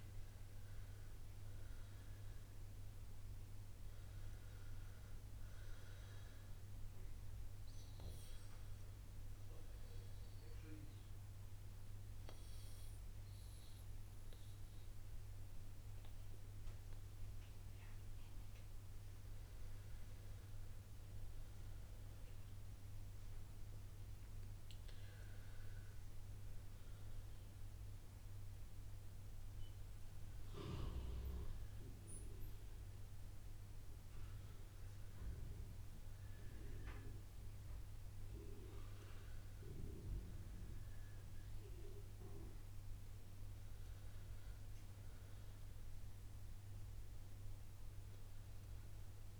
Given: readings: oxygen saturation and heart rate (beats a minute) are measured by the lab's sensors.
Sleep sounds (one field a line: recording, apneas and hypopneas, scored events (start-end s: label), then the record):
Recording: breathing in sleep by a room microphone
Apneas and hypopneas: 1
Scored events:
0.00-3.00 s: arousal
9.00-20.00 s: hypopnea (oxygen 92% before, 85% lowest, heart rate 62 before, 59 extreme, up 4 after)
9.00-24.00 s: oxygen desaturation (device-marked, oxygen 92% before, 85% lowest, heart rate 62 before, 59 extreme)
22.00-26.00 s: arousal
33.00-47.00 s: oxygen desaturation (device-marked, oxygen 91% before, 87% lowest, heart rate 61 before, 60 extreme)
From the record:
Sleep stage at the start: N2 (light sleep)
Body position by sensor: on the right side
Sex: female